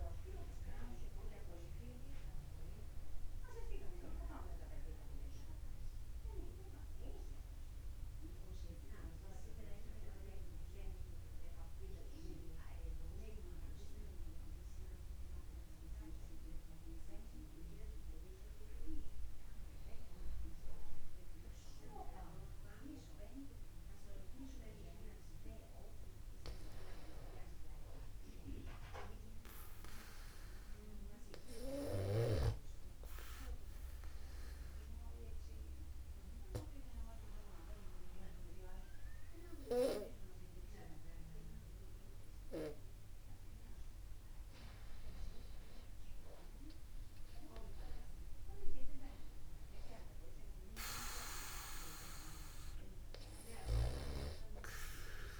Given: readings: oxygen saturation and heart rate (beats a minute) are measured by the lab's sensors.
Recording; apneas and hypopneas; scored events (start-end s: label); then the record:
breathing in sleep by a room microphone; 2
0.00-3.50 s: arousal
5.50-18.00 s: obstructive apnea (oxygen 97% before, 94% lowest, heart rate 51 before, 49 extreme, up 1 after)
20.50-24.50 s: arousal
32.50-44.00 s: obstructive apnea (oxygen 98% before, 94% lowest, heart rate 49 before, 49 extreme, up 0 after)
46.50-50.00 s: arousal
From the record:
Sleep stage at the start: N2 (light sleep); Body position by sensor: upright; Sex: male